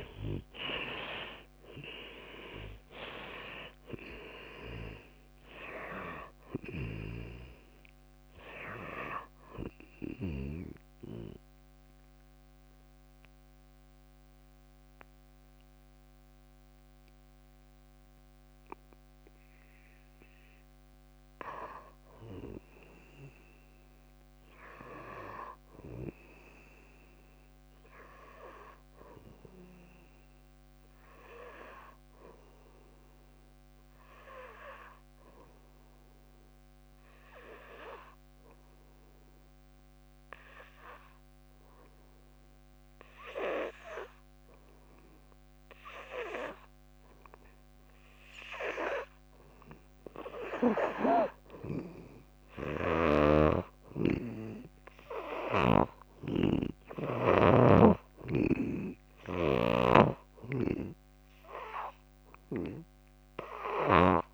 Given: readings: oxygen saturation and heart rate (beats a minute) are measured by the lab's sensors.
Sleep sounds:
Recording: breathing in sleep by a microphone on the trachea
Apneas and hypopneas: 2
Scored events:
0.00-5.50 s: tachycardia (device-marked, heart rate 169 extreme)
0.00-22.50 s: oxygen desaturation (device-marked, oxygen 70% lowest, heart rate 56 extreme)
1.50-11.50 s: drop in pulse transit time (device-marked, heart rate 73 before, 67 extreme)
2.00-4.00 s: long interval between heartbeats (device-marked, heart rate 73 before, 153 extreme)
4.00-6.00 s: long interval between heartbeats (device-marked, heart rate 83 before, 155 extreme)
6.50-10.50 s: snoring (device-marked)
10.00-21.00 s: obstructive apnea (oxygen 97% before, 70% lowest, heart rate 105 before, 56 extreme, up 4 after)
25.00-28.00 s: arousal
33.50-48.50 s: obstructive apnea (oxygen 99% before, 81% lowest, heart rate 59 before, 58 extreme, up 11 after)
46.50-64.34 s: oxygen desaturation (device-marked, oxygen 96% before, 81% lowest, heart rate 59 before, 68 extreme)
50.50-53.50 s: arousal
52.50-56.00 s: snoring (device-marked)
58.00-64.34 s: snoring (device-marked)
From the record:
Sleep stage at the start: N2 (light sleep)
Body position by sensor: on the back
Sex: female

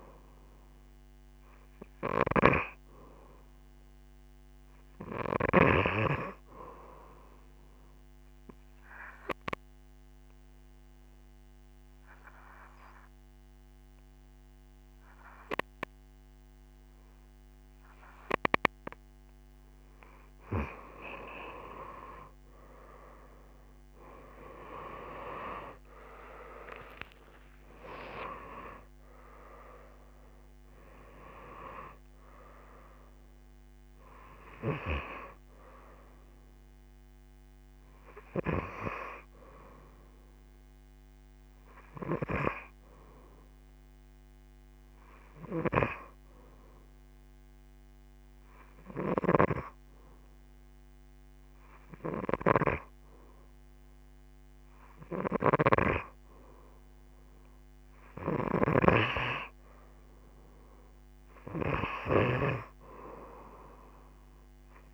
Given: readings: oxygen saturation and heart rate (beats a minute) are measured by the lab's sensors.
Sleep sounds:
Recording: breathing in sleep by a microphone on the trachea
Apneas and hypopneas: 2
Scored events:
6.50-20.00 s: obstructive apnea (oxygen 98% before, 88% lowest)
15.50-52.50 s: oxygen desaturation (device-marked, oxygen 96% before, 88% lowest, heart rate 41 before, 28 extreme)
24.50-28.00 s: arousal
48.50-58.50 s: hypopnea (oxygen 94% before, 89% lowest)
49.00-64.93 s: snoring (device-marked)
61.00-64.93 s: arousal
From the record:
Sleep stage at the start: N2 (light sleep)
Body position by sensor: on the right side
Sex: female

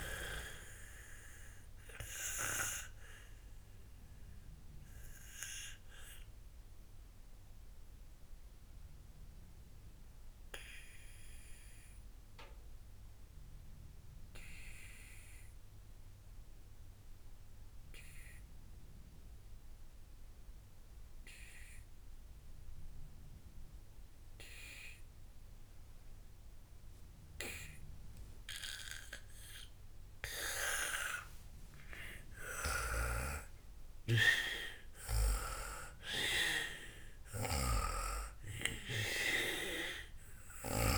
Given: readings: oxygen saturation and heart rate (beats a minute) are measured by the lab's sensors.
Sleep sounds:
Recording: breathing in sleep by a room microphone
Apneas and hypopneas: 1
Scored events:
0.00-17.50 s: oxygen desaturation (device-marked, oxygen 91% lowest, heart rate 54 extreme)
2.50-31.50 s: obstructive apnea (oxygen 99% before, 91% lowest, heart rate 82 before, 54 extreme, up 24 after)
32.50-37.00 s: arousal
33.50-40.98 s: oxygen desaturation (device-marked, oxygen 99% before, 92% lowest, heart rate 58 before, 54 extreme)
33.50-40.98 s: snoring (device-marked)
From the record:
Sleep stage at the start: N2 (light sleep)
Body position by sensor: on the back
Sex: female

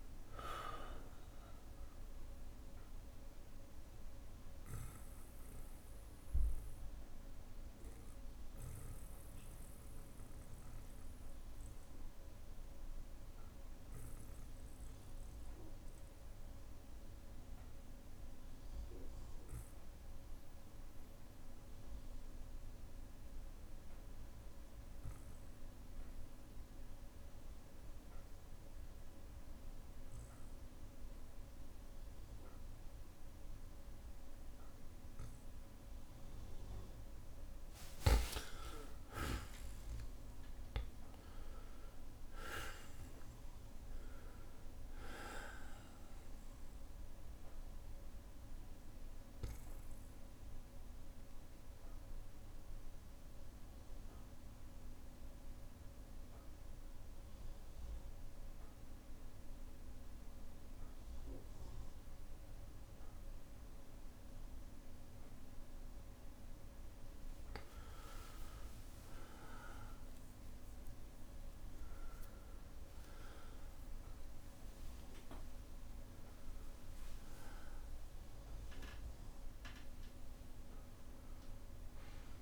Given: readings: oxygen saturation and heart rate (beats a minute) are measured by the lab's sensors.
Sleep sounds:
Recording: breathing in sleep by a room microphone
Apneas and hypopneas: 2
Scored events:
0.00-17.00 s: oxygen desaturation (device-marked, oxygen 92% lowest, heart rate 58 extreme)
8.00-20.00 s: bradycardia (device-marked, heart rate 64 before, 58 extreme)
9.00-36.00 s: obstructive apnea (oxygen 99% before, 89% lowest, heart rate 66 before, 57 extreme, up 22 after)
29.00-64.00 s: oxygen desaturation (device-marked, oxygen 99% before, 89% lowest, heart rate 59 before, 57 extreme)
38.00-40.00 s: long interval between heartbeats (device-marked, heart rate 60 before, 77 extreme)
38.00-43.00 s: arousal
49.50-65.50 s: obstructive apnea (oxygen 99% before, 89% lowest, heart rate 68 before, 57 extreme, up 25 after)
52.00-64.00 s: bradycardia (device-marked, heart rate 64 before, 57 extreme)
68.50-70.50 s: long interval between heartbeats (device-marked, heart rate 60 before, 78 extreme)
69.00-75.00 s: arousal
76.00-78.00 s: long interval between heartbeats (device-marked, heart rate 66 before, 80 extreme)
From the record:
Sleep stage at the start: N2 (light sleep)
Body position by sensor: on the back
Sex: male

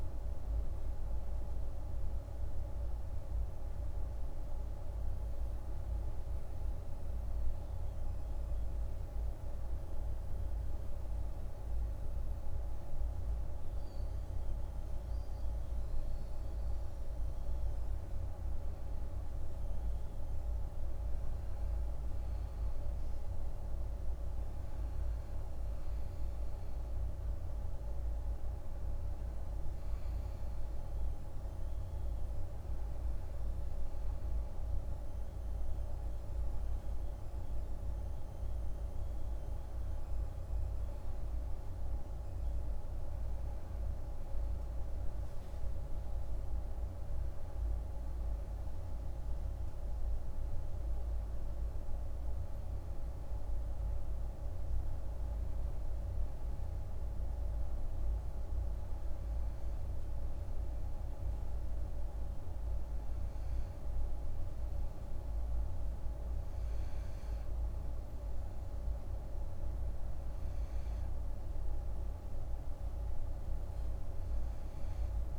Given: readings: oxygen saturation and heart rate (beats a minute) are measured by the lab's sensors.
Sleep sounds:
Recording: breathing in sleep, hard to hear, by a room microphone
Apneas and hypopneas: none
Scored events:
none scored
From the record:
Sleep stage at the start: N2 (light sleep)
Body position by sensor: on the back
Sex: male

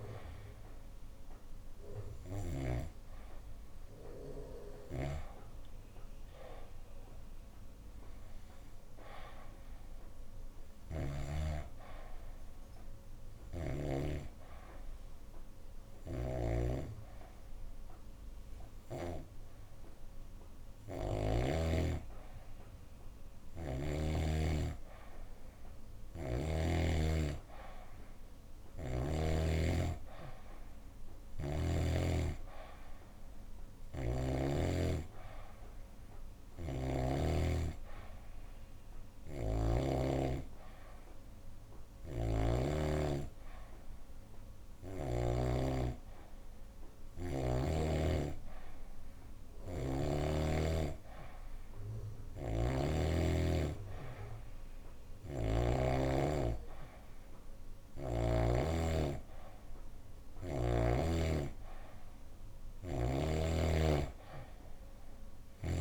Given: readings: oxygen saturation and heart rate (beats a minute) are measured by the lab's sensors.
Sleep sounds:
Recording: breathing in sleep by a room microphone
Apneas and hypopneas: 1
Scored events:
0.00-2.50 s: snoring (device-marked)
4.50-11.00 s: snoring (device-marked)
14.00-24.00 s: hypopnea (oxygen 96% before, 91% lowest, heart rate 72 before, 71 extreme, up 3 after)
15.50-21.50 s: snoring (device-marked)
25.00-28.50 s: arousal
36.00-39.50 s: snoring (device-marked)
41.50-45.00 s: snoring (device-marked)
52.00-55.50 s: snoring (device-marked)
From the record:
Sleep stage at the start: N2 (light sleep)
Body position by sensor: on the back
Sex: female

